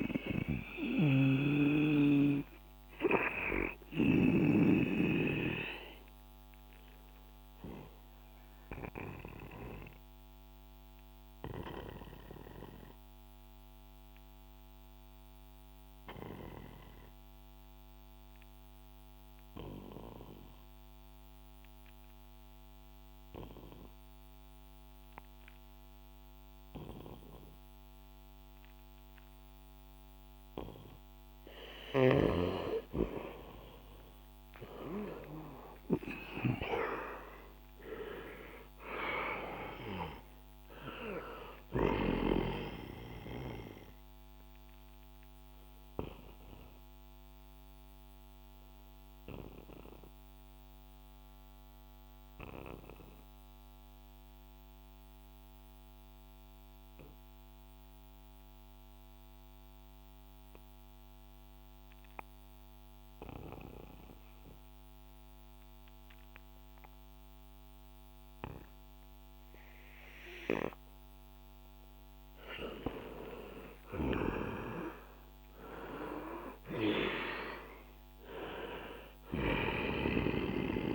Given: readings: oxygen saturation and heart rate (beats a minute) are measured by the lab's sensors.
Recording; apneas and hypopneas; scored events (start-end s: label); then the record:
breathing in sleep by a microphone on the trachea; 2
0.00-22.50 s: oxygen desaturation (device-marked, oxygen 90% lowest, heart rate 62 extreme)
1.00-4.50 s: snoring (device-marked)
6.50-33.50 s: obstructive apnea (oxygen 96% before, 89% lowest, heart rate 67 before, 58 extreme, up 10 after)
34.50-38.50 s: arousal
34.50-61.50 s: oxygen desaturation (device-marked, oxygen 98% before, 89% lowest, heart rate 64 before, 58 extreme)
44.00-71.00 s: obstructive apnea (oxygen 98% before, 89% lowest, heart rate 67 before, 58 extreme, up 6 after)
73.00-75.50 s: arousal
76.50-80.95 s: oxygen desaturation (device-marked, oxygen 97% before, 89% lowest, heart rate 66 before, 60 extreme)
From the record:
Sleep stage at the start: N2 (light sleep); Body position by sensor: on the back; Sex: male